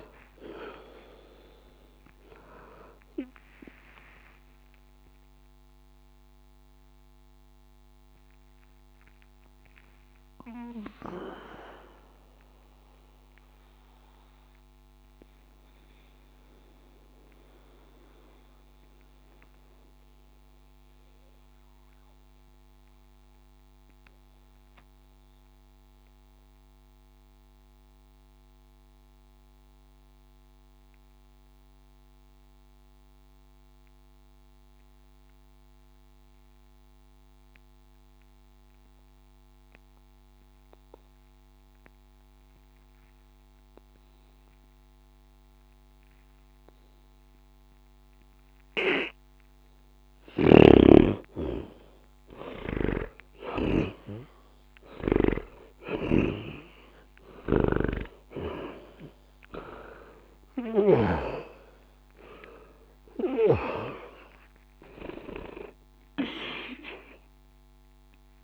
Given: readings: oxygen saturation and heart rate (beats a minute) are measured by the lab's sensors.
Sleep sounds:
breathing in sleep by a microphone on the trachea; 1
5.00-49.50 s: obstructive apnea (oxygen 94% before, 77% lowest, heart rate 82 before, 59 extreme, up 0 after)
7.00-30.00 s: oxygen desaturation (device-marked, oxygen 88% before, 77% lowest, heart rate 78 before, 59 extreme)
49.00-68.44 s: oxygen desaturation (device-marked, oxygen 99% before, 82% lowest, heart rate 60 before, 60 extreme)
51.50-55.00 s: arousal
From the record:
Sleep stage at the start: N2 (light sleep); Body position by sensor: on the back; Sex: male

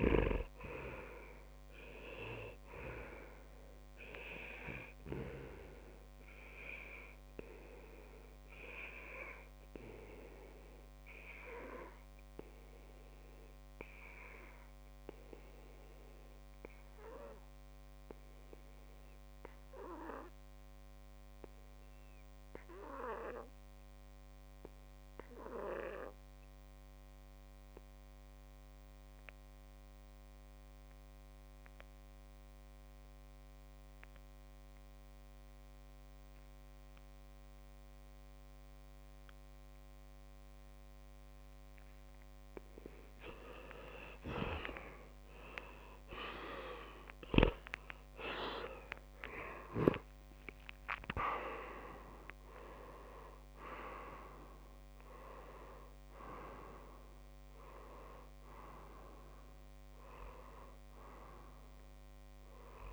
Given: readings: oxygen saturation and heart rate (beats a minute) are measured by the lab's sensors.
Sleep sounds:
breathing in sleep by a microphone on the trachea; 1
0.00-21.50 s: oxygen desaturation (device-marked, oxygen 92% lowest)
4.50-41.50 s: obstructive apnea (oxygen 97% before, 88% lowest)
34.50-55.50 s: oxygen desaturation (device-marked, oxygen 97% before, 88% lowest)
45.50-50.00 s: arousal
57.50-62.93 s: oxygen desaturation (device-marked, oxygen 93% before, 88% lowest)
From the record:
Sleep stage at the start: N2 (light sleep); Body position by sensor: on the back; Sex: male

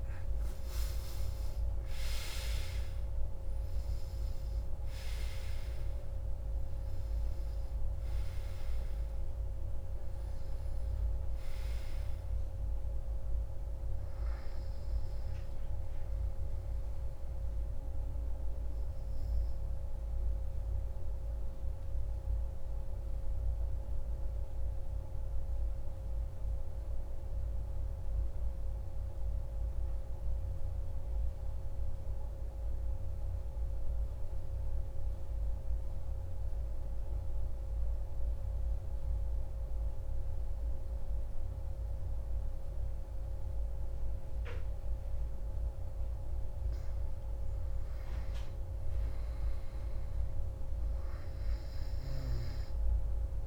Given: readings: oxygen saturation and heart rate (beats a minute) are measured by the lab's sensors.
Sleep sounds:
breathing in sleep, hard to hear, by a room microphone; 1
0.00-20.00 s: oxygen desaturation (device-marked, oxygen 89% lowest)
22.50-45.00 s: mixed apnea (oxygen 98% before, 91% lowest, heart rate 159 before, 104 extreme, up 12 after)
46.50-51.50 s: arousal
49.00-53.47 s: oxygen desaturation (device-marked, oxygen 98% before, 93% lowest)
From the record:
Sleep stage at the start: N2 (light sleep); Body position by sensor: on the back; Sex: male

